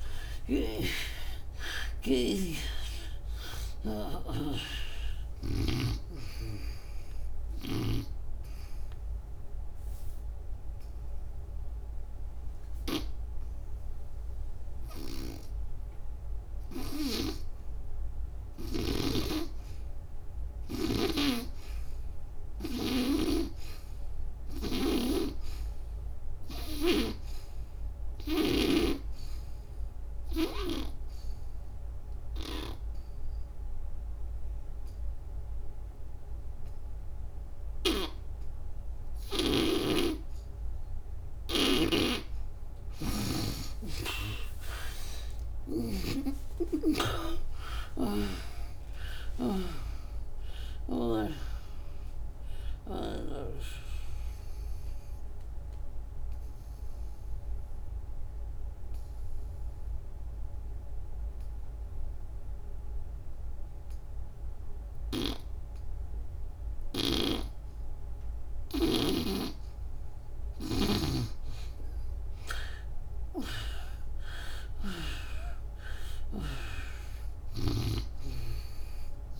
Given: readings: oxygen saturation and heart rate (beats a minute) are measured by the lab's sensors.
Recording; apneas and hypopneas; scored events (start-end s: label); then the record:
breathing in sleep by a room microphone; 3
0.00-5.50 s: snoring (device-marked)
2.50-18.50 s: oxygen desaturation (device-marked, oxygen 95% before, 78% lowest, heart rate 69 before, 66 extreme)
8.00-18.50 s: obstructive apnea (oxygen 97% before, 73% lowest, heart rate 78 before, 66 extreme, up 0 after)
22.50-26.00 s: arousal
27.50-69.50 s: oxygen desaturation (device-marked, oxygen 97% before, 73% lowest, heart rate 79 before, 70 extreme)
30.00-41.00 s: obstructive apnea (oxygen 97% before, 73% lowest, heart rate 75 before, 70 extreme, up 46 after)
42.50-49.50 s: snoring (device-marked)
44.50-48.50 s: arousal
55.00-68.50 s: obstructive apnea (oxygen 97% before, 73% lowest, heart rate 91 before, 77 extreme, up 20 after)
72.00-75.50 s: arousal
77.50-79.40 s: oxygen desaturation (device-marked, oxygen 99% before, 79% lowest, heart rate 100 before, 80 extreme)
From the record:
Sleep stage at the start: N2 (light sleep); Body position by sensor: on the back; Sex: female